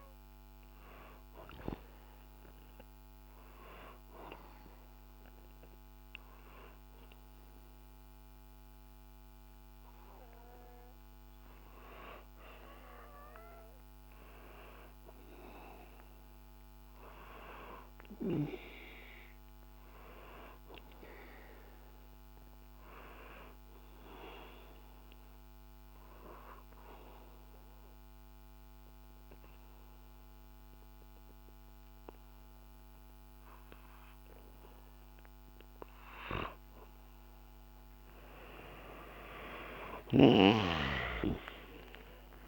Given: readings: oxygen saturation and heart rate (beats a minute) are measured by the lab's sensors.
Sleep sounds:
breathing in sleep by a microphone on the trachea; 2
2.00-13.00 s: hypopnea (oxygen 95% before, 91% lowest, heart rate 63 before, 61 extreme, up 0 after)
14.00-18.00 s: arousal
24.50-36.50 s: obstructive apnea (oxygen 95% before, 91% lowest, heart rate 63 before, 62 extreme, up 5 after)
39.50-42.48 s: arousal
From the record:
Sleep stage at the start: N2 (light sleep); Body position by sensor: on the back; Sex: male

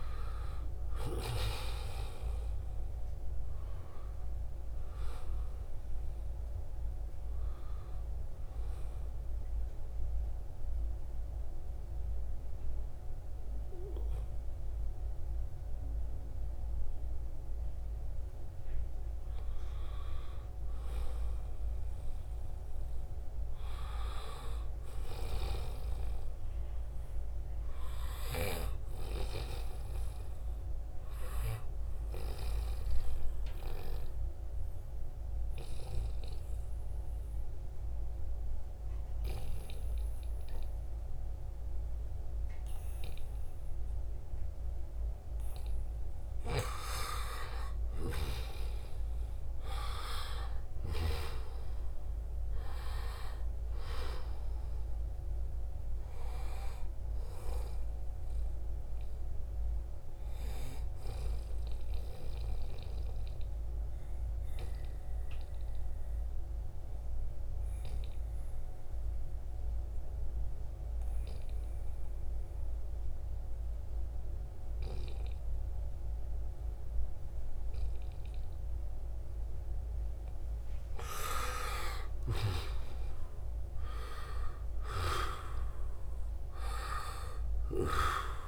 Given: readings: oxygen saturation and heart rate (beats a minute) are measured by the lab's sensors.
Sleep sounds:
breathing in sleep by a room microphone; 3
0.00-18.00 s: oxygen desaturation (device-marked, oxygen 90% lowest, heart rate 74 extreme)
9.50-19.50 s: obstructive apnea (oxygen 97% before, 90% lowest, heart rate 76 before, 73 extreme)
21.00-25.00 s: arousal
33.50-45.50 s: obstructive apnea (oxygen 97% before, 91% lowest, heart rate 77 before, 73 extreme, up 5 after)
47.00-51.00 s: arousal
47.00-68.00 s: oxygen desaturation (device-marked, oxygen 95% before, 91% lowest, heart rate 75 before, 72 extreme)
62.00-80.50 s: obstructive apnea (oxygen 96% before, 90% lowest, heart rate 77 before, 72 extreme, up 6 after)
81.50-85.00 s: arousal
84.00-88.48 s: oxygen desaturation (device-marked, oxygen 96% before, 91% lowest, heart rate 75 before, 68 extreme)
From the record:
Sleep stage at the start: N2 (light sleep); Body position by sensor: on the right side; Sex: male

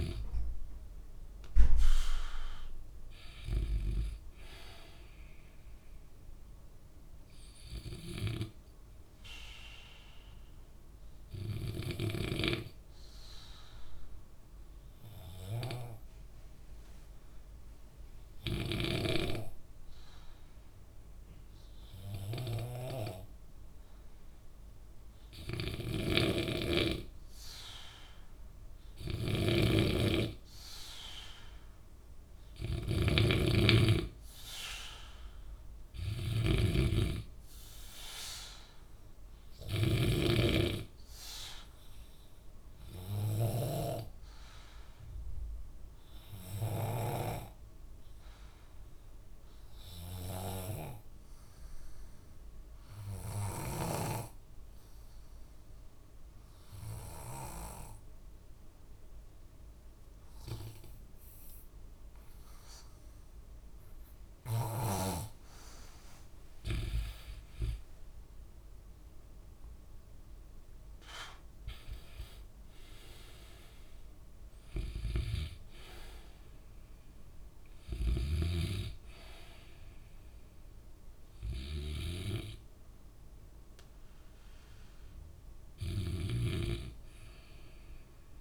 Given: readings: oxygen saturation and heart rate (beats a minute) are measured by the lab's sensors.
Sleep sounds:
breathing in sleep by a room microphone; 2
10.50-26.00 s: obstructive apnea (oxygen 98% before, 89% lowest, heart rate 66 before, 65 extreme, up 1 after)
26.00-40.50 s: snoring (device-marked)
28.00-31.00 s: arousal
31.00-54.00 s: oxygen desaturation (device-marked, oxygen 97% before, 90% lowest, heart rate 67 before, 65 extreme)
42.50-64.50 s: obstructive apnea (oxygen 98% before, 89% lowest, heart rate 67 before, 58 extreme, up 11 after)
67.00-70.50 s: arousal
67.00-79.00 s: oxygen desaturation (device-marked, oxygen 94% before, 89% lowest, heart rate 67 before, 58 extreme)
From the record:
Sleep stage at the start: N2 (light sleep); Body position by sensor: on the back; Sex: male

